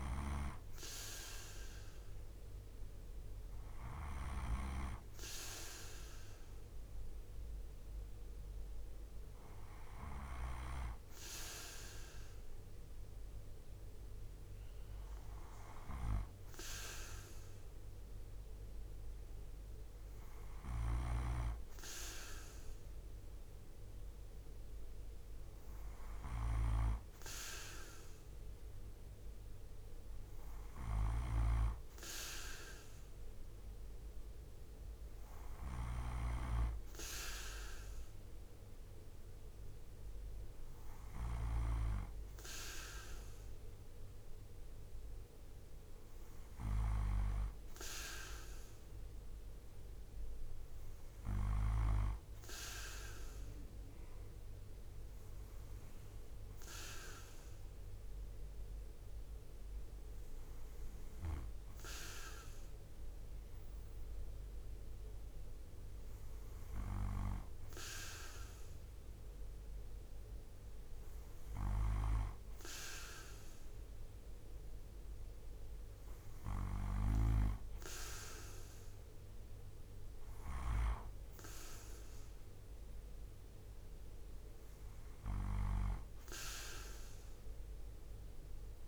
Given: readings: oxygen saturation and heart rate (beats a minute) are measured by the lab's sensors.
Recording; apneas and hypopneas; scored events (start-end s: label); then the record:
breathing in sleep by a room microphone; none
0.00-10.00 s: snoring (device-marked)
20.00-41.00 s: snoring (device-marked)
From the record:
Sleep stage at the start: N2 (light sleep); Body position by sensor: on the right side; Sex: male